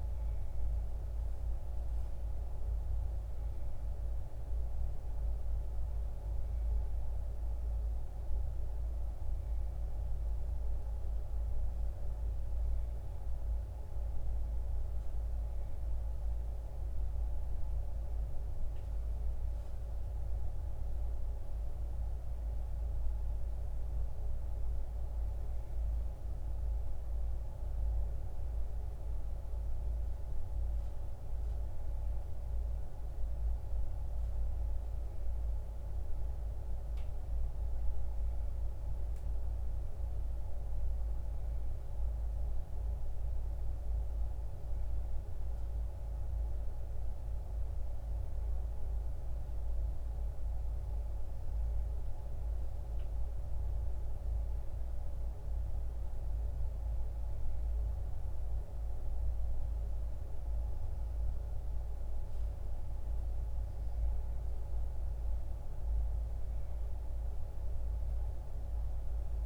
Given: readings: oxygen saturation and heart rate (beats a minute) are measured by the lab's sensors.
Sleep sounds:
breathing in sleep, hard to hear, by a room microphone; none
none scored
From the record:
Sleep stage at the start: N1 (lightest sleep); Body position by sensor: on the back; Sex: female

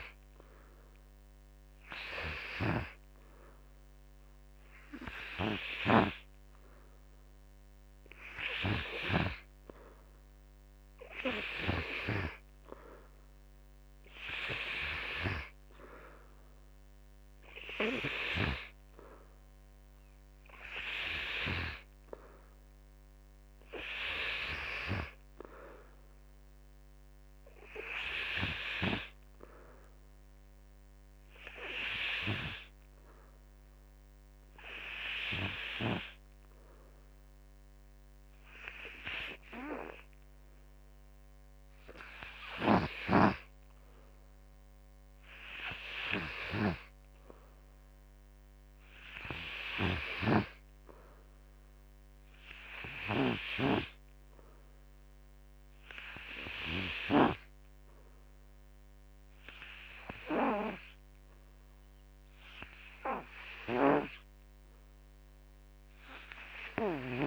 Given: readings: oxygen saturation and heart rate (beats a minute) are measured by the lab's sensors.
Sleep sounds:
breathing in sleep by a microphone on the trachea; none
0.00-5.50 s: snoring (device-marked)
49.50-61.50 s: oxygen desaturation (device-marked, oxygen 94% before, 91% lowest, heart rate 59 before, 56 extreme)
From the record:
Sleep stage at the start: N2 (light sleep); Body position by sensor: on the back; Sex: male

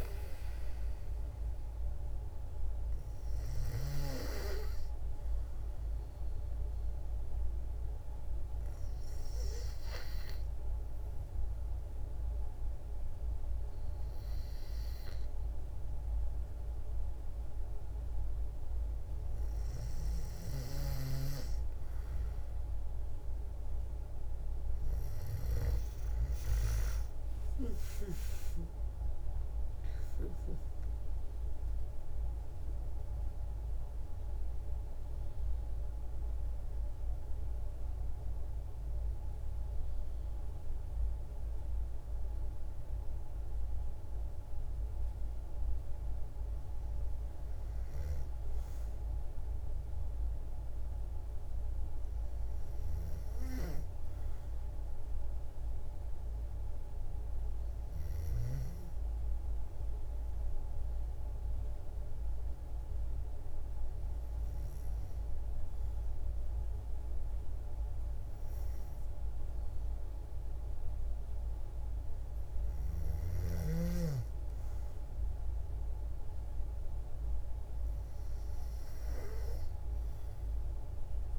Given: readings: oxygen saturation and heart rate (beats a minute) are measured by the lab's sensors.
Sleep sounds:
breathing in sleep by a room microphone; 3
5.50-19.50 s: oxygen desaturation (device-marked, oxygen 95% before, 92% lowest, heart rate 56 before, 54 extreme)
8.00-19.50 s: obstructive apnea (oxygen 95% before, 92% lowest, heart rate 56 before, 54 extreme, up 4 after)
25.50-29.00 s: arousal
30.50-45.00 s: mixed apnea (oxygen 95% before, 93% lowest, heart rate 56 before, 54 extreme, up 4 after)
48.50-52.00 s: arousal
54.50-67.50 s: oxygen desaturation (device-marked, oxygen 97% before, 94% lowest, heart rate 57 before, 56 extreme)
60.00-72.00 s: hypopnea (oxygen 97% before, 92% lowest, heart rate 56 before, 56 extreme, up 3 after)
75.50-78.50 s: arousal
From the record:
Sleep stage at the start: N2 (light sleep); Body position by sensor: on the back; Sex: female

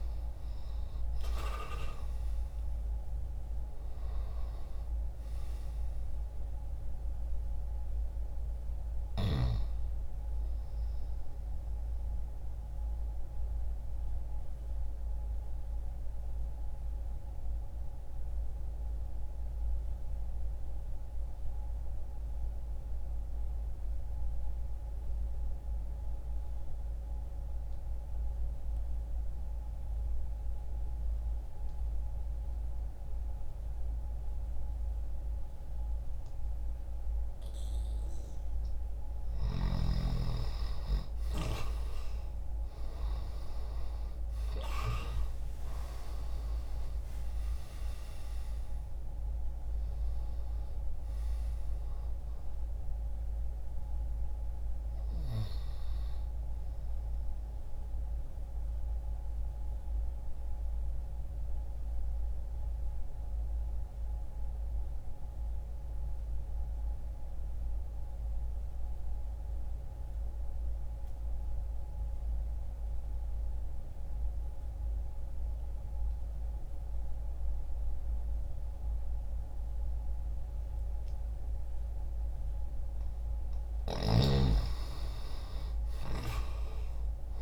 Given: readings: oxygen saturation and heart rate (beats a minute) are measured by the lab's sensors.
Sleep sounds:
breathing in sleep by a room microphone; 2
12.00-37.50 s: obstructive apnea (oxygen 97% before, 88% lowest, heart rate 60 before, 60 extreme, up 0 after)
25.00-34.00 s: oxygen desaturation (device-marked, oxygen 95% before, 90% lowest, heart rate 60 before, 60 extreme)
39.50-43.00 s: arousal
41.00-54.00 s: oxygen desaturation (device-marked, oxygen 97% before, 91% lowest, heart rate 60 before, 60 extreme)
57.00-82.00 s: mixed apnea (oxygen 97% before, 86% lowest, heart rate 63 before, 60 extreme, up 0 after)
67.00-78.00 s: oxygen desaturation (device-marked, oxygen 93% before, 88% lowest, heart rate 63 before, 60 extreme)
84.00-87.42 s: arousal
85.00-87.42 s: oxygen desaturation (device-marked, oxygen 97% before, 92% lowest, heart rate 60 before, 60 extreme)
From the record:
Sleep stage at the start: N2 (light sleep); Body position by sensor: on the back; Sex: male

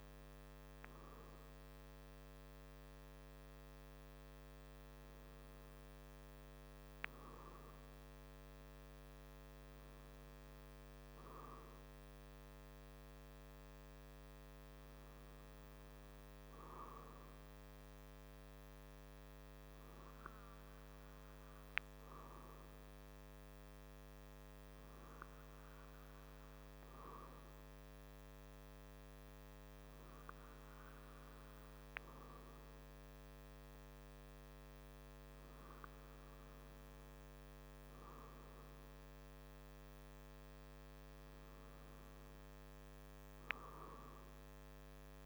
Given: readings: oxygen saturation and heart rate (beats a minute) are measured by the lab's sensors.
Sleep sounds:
breathing in sleep, hard to hear, by a microphone on the trachea; none
none scored
From the record:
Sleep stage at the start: N2 (light sleep); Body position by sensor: on the back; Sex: male

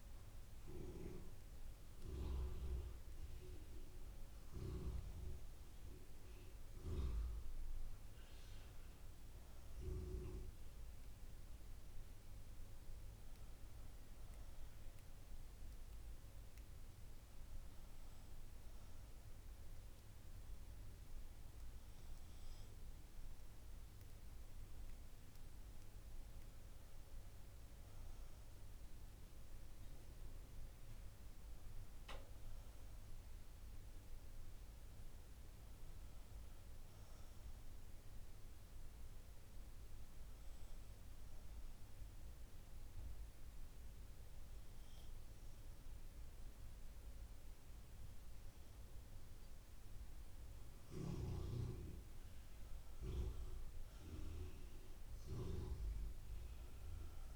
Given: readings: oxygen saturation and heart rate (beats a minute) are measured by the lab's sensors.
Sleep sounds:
breathing in sleep by a room microphone; 1
35.00-38.50 s: arousal
41.00-53.00 s: obstructive apnea (oxygen 95% before, 89% lowest, heart rate 63 before, 61 extreme, up 2 after)
54.50-57.36 s: arousal
From the record:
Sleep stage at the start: N2 (light sleep); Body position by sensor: on the back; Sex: female

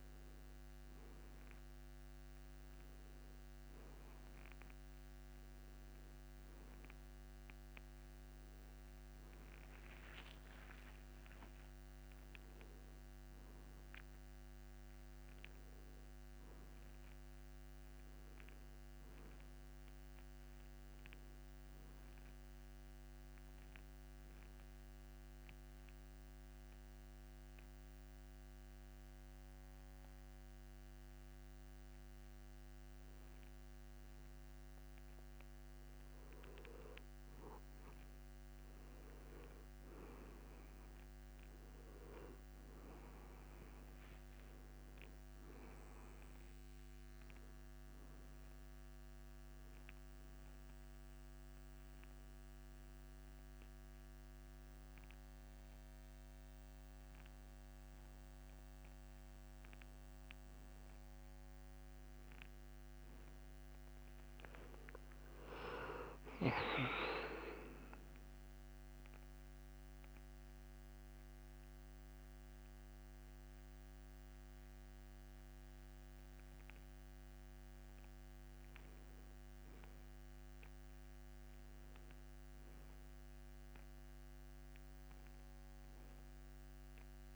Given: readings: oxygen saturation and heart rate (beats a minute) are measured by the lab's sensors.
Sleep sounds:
breathing in sleep by a microphone on the trachea; 1
21.00-87.36 s: new sleep stage, N2 (light sleep)
27.00-38.00 s: hypopnea (oxygen 96% before, 92% lowest)
41.00-44.50 s: arousal
From the record:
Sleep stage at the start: N1 (lightest sleep); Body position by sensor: on the back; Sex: male

